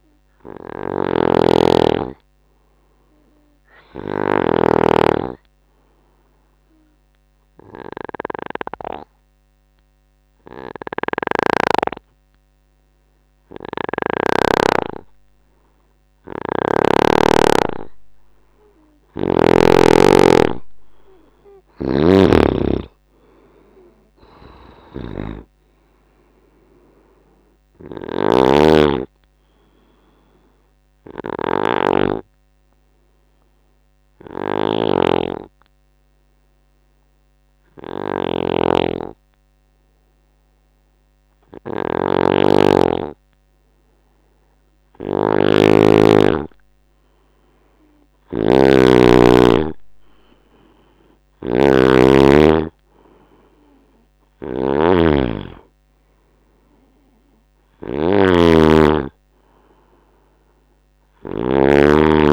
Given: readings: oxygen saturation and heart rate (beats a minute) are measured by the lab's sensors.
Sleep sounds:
breathing in sleep by a microphone on the trachea; 2
0.00-4.50 s: snoring (device-marked)
6.00-17.00 s: obstructive apnea (oxygen 96% before, 90% lowest, heart rate 72 before, 67 extreme, up 3 after)
13.50-17.00 s: snoring (device-marked)
21.50-62.32 s: snoring (device-marked)
22.50-25.50 s: arousal
24.50-36.50 s: oxygen desaturation (device-marked, oxygen 96% before, 90% lowest, heart rate 76 before, 67 extreme)
30.00-42.00 s: obstructive apnea (oxygen 96% before, 90% lowest, heart rate 77 before, 67 extreme, up 8 after)
46.50-51.00 s: arousal
From the record:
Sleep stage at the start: N2 (light sleep); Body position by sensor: on the right side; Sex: male

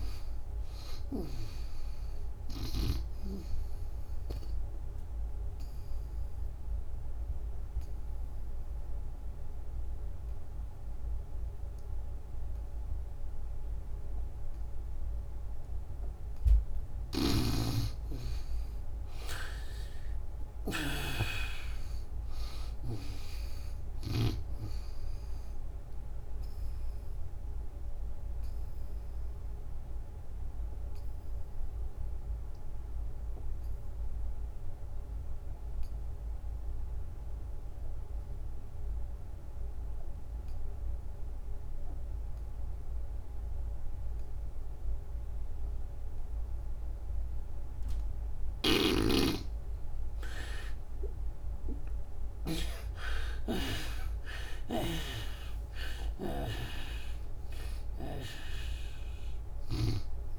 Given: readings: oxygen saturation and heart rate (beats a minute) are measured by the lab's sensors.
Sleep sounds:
breathing in sleep by a room microphone; 2
0.00-10.50 s: oxygen desaturation (device-marked, oxygen 81% lowest, heart rate 70 extreme)
3.00-15.50 s: obstructive apnea (oxygen 98% before, 71% lowest, heart rate 88 before, 64 extreme, up 19 after)
19.00-22.50 s: arousal
22.50-40.50 s: oxygen desaturation (device-marked, oxygen 94% before, 76% lowest, heart rate 79 before, 64 extreme)
26.00-47.50 s: obstructive apnea (oxygen 98% before, 71% lowest, heart rate 79 before, 64 extreme, up 25 after)
47.50-60.39 s: oxygen desaturation (device-marked, oxygen 95% before, 71% lowest, heart rate 72 before, 67 extreme)
51.50-55.50 s: arousal
From the record:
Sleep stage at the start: N2 (light sleep); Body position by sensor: on the back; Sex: female

